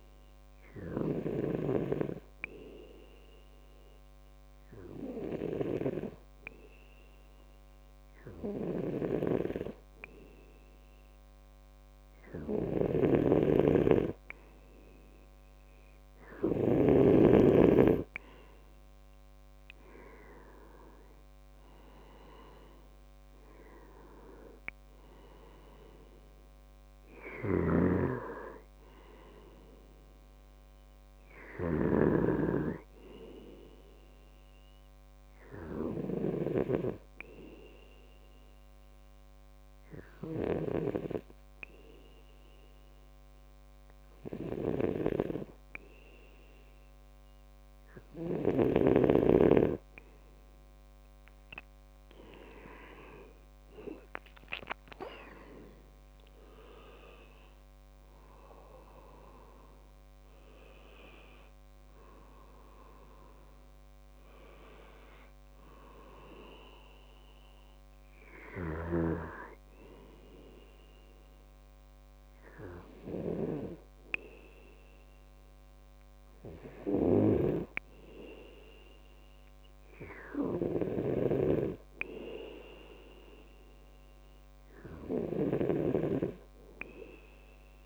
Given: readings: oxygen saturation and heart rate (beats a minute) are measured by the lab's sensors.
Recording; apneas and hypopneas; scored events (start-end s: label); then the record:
breathing in sleep by a microphone on the trachea; 2
0.00-2.00 s: snoring (device-marked)
2.00-12.00 s: hypopnea (oxygen 98% before, 93% lowest, heart rate 66 before, 66 extreme, up 2 after)
12.50-17.00 s: snoring (device-marked)
16.00-20.00 s: arousal
23.50-41.50 s: oxygen desaturation (device-marked, oxygen 97% before, 93% lowest, heart rate 67 before, 65 extreme)
27.50-36.50 s: snoring (device-marked)
38.50-49.50 s: hypopnea (oxygen 97% before, 94% lowest, heart rate 69 before, 64 extreme, up 6 after)
52.00-55.50 s: arousal
85.50-87.86 s: snoring (device-marked)
From the record:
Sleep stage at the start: N2 (light sleep); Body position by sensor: on the back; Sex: male